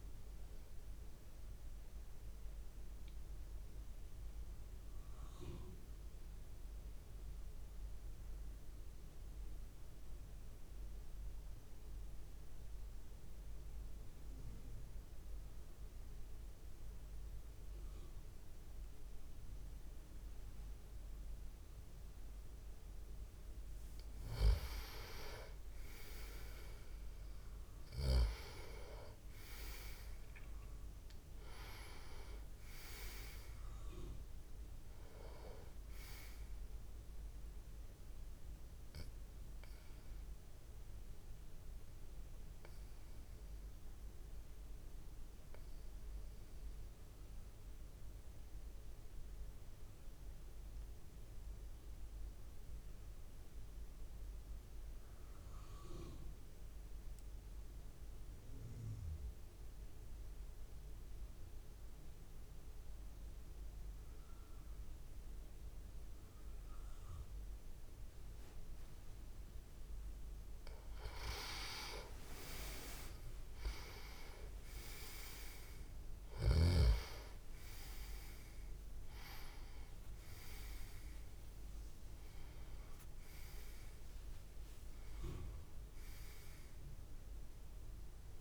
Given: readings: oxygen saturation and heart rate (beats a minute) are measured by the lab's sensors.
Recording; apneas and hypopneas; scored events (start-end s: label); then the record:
breathing in sleep by a room microphone; 2
0.00-5.00 s: oxygen desaturation (device-marked, oxygen 88% lowest)
4.50-22.50 s: obstructive apnea (oxygen 97% before, 91% lowest)
24.00-27.00 s: arousal
26.00-50.00 s: oxygen desaturation (device-marked, oxygen 98% before, 91% lowest)
39.00-68.00 s: obstructive apnea (oxygen 98% before, 89% lowest)
66.00-88.41 s: oxygen desaturation (device-marked, oxygen 98% before, 89% lowest)
71.50-75.50 s: arousal
From the record:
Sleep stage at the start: N2 (light sleep); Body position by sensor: on the back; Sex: male